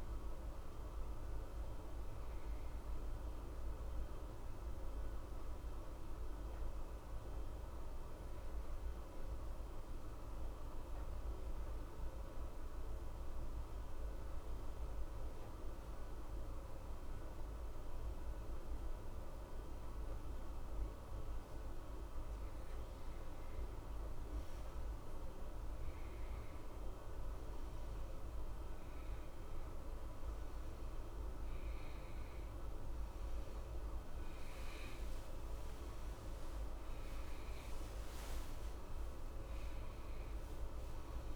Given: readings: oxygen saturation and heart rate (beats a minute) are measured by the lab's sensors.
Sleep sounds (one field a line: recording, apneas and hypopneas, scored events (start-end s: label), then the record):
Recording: breathing in sleep, hard to hear, by a room microphone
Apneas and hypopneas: 1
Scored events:
2.50-21.50 s: obstructive apnea (oxygen 93% before, 89% lowest, heart rate 65 before, 62 extreme, up 1 after)
24.00-28.00 s: arousal
30.00-41.36 s: oxygen desaturation (device-marked, oxygen 94% before, 89% lowest, heart rate 67 before, 62 extreme)
From the record:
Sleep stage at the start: N2 (light sleep)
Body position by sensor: on the right side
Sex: male